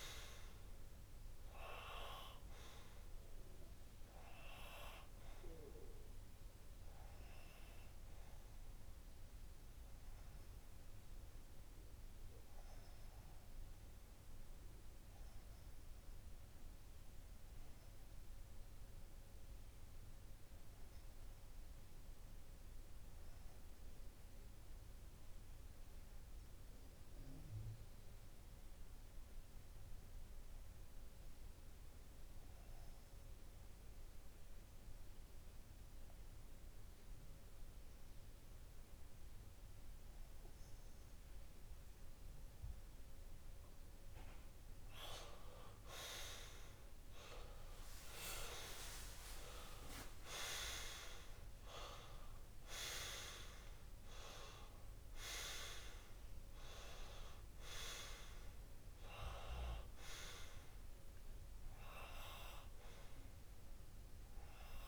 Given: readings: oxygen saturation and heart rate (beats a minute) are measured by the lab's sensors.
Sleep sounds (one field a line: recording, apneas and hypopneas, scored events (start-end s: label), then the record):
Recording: breathing in sleep by a room microphone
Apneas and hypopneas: 1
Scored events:
9.50-45.00 s: obstructive apnea (oxygen 96% before, 92% lowest)
46.50-50.00 s: arousal
52.00-64.87 s: oxygen desaturation (device-marked, oxygen 97% before, 94% lowest)
54.00-64.87 s: new sleep stage, REM sleep
From the record:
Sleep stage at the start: N2 (light sleep)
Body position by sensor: on the left side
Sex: male